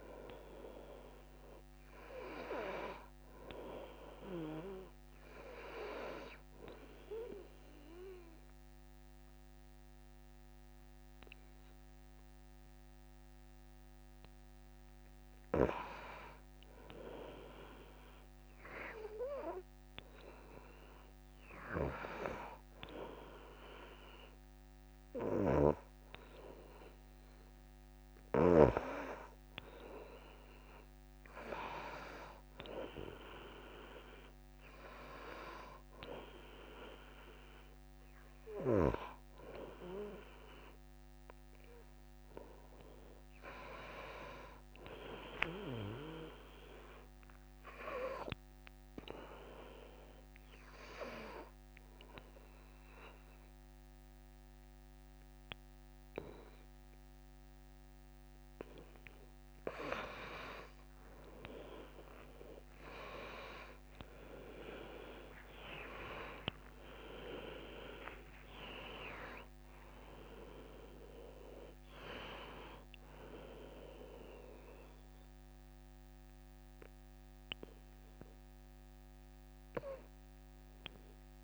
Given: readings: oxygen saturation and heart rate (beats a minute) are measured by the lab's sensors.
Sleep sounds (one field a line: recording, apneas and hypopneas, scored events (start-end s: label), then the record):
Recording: breathing in sleep by a microphone on the trachea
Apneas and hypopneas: 2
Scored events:
0.00-5.50 s: oxygen desaturation (device-marked, oxygen 91% lowest)
7.00-17.00 s: obstructive apnea (oxygen 95% before, 91% lowest)
18.50-22.00 s: arousal
22.50-38.50 s: oxygen desaturation (device-marked, oxygen 95% before, 91% lowest)
43.50-47.50 s: arousal
47.50-49.50 s: long interval between heartbeats (device-marked)
49.50-60.50 s: obstructive apnea (oxygen 95% before, 91% lowest)
63.00-67.50 s: arousal
66.00-68.00 s: long interval between heartbeats (device-marked)
From the record:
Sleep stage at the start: N2 (light sleep)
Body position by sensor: on the left side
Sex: female